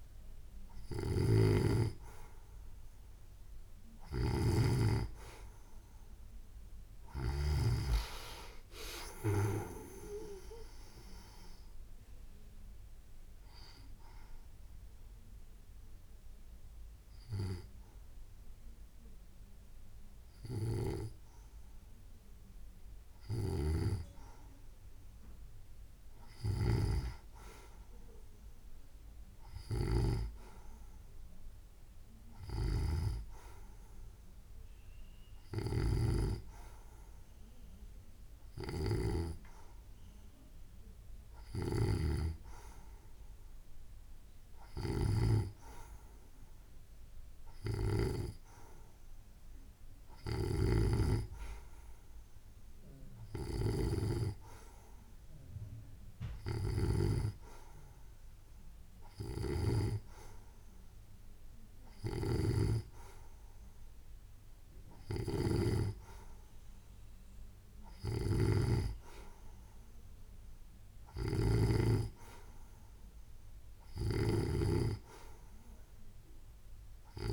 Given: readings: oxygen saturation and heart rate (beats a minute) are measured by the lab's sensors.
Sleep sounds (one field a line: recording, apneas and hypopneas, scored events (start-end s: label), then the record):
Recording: breathing in sleep by a room microphone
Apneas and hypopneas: 1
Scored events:
10.00-22.00 s: hypopnea (oxygen 91% before, 88% lowest, heart rate 80 before, 71 extreme, up 0 after)
24.50-28.50 s: arousal
From the record:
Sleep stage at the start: N2 (light sleep)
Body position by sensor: on the right side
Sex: female